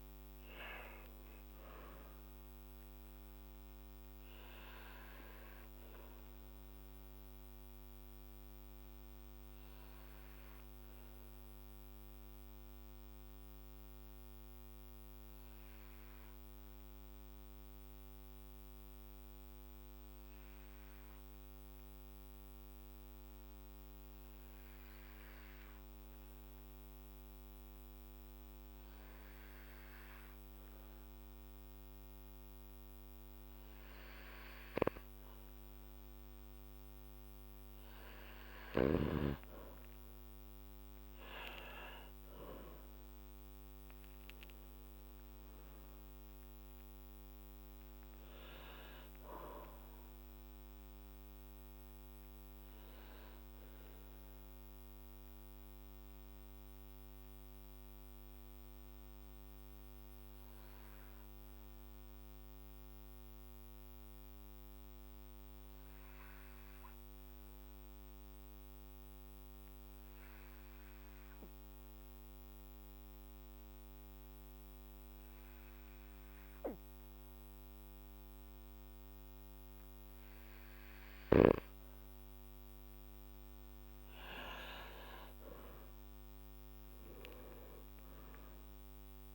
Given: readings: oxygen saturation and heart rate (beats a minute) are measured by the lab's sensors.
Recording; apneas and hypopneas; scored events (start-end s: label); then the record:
breathing in sleep by a microphone on the trachea; 2
5.00-37.00 s: obstructive apnea (oxygen 99% before, 96% lowest, heart rate 55 before, 52 extreme, up 8 after)
40.00-44.00 s: arousal
50.50-82.00 s: obstructive apnea (oxygen 99% before, 96% lowest, heart rate 57 before, 51 extreme, up 5 after)
83.50-88.00 s: arousal
From the record:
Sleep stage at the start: N2 (light sleep); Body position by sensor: on the back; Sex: male